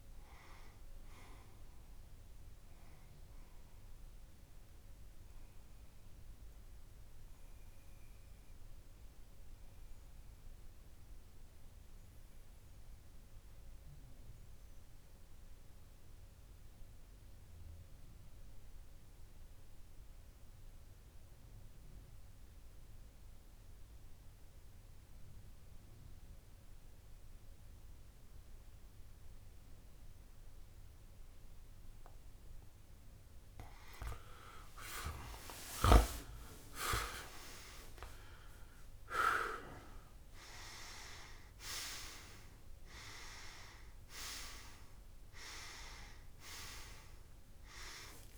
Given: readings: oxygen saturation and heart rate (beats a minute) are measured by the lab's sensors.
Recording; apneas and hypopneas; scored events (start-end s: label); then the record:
breathing in sleep by a room microphone; 1
0.00-3.00 s: oxygen desaturation (device-marked, oxygen 94% lowest)
5.50-31.50 s: obstructive apnea (oxygen 99% before, 93% lowest)
33.50-37.00 s: arousal
38.00-48.38 s: oxygen desaturation (device-marked, oxygen 99% before, 94% lowest)
From the record:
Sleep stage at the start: N2 (light sleep); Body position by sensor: on the back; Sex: male